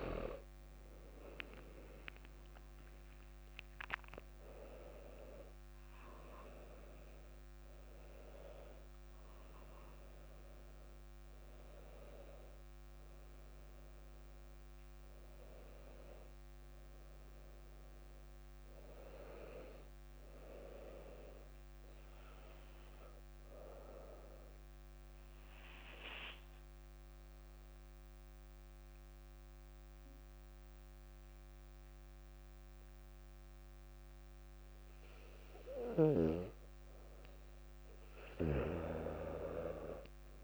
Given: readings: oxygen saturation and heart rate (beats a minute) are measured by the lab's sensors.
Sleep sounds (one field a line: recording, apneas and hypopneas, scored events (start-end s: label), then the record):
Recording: breathing in sleep by a microphone on the trachea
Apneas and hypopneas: 1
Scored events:
1.50-5.50 s: arousal
23.50-35.00 s: obstructive apnea (oxygen 98% before, 95% lowest, heart rate 64 before, 57 extreme, up 2 after)
36.00-40.00 s: arousal
From the record:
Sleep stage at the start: N2 (light sleep)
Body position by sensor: on the back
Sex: female